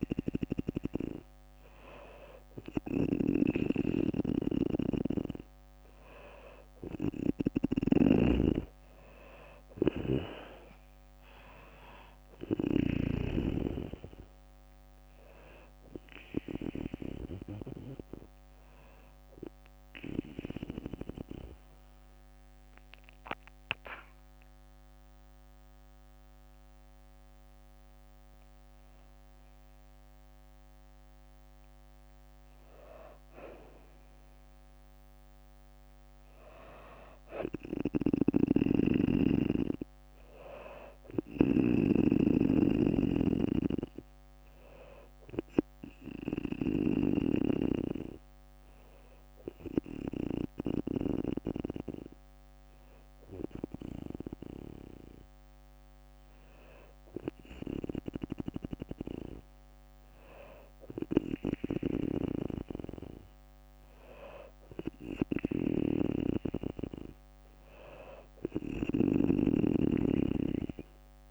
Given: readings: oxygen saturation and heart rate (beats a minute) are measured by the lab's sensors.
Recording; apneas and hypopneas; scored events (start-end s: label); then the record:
breathing in sleep by a microphone on the trachea; 1
0.00-12.50 s: snoring (device-marked)
7.50-9.50 s: long interval between heartbeats (device-marked, heart rate 61 before, 70 extreme)
8.50-11.50 s: arousal
9.00-23.00 s: drop in pulse transit time (device-marked, heart rate 63 before, 60 extreme)
20.00-30.50 s: hypopnea (oxygen 95% before, 94% lowest, heart rate 71 before, 57 extreme, up 0 after)
27.00-36.00 s: bradycardia (device-marked, heart rate 63 before, 57 extreme)
34.00-38.00 s: arousal
37.50-46.50 s: snoring (device-marked)
40.00-51.00 s: oxygen desaturation (device-marked, oxygen 97% before, 94% lowest, heart rate 60 before, 61 extreme)
65.00-71.31 s: snoring (device-marked)
From the record:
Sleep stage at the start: N2 (light sleep); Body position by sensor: on the back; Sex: female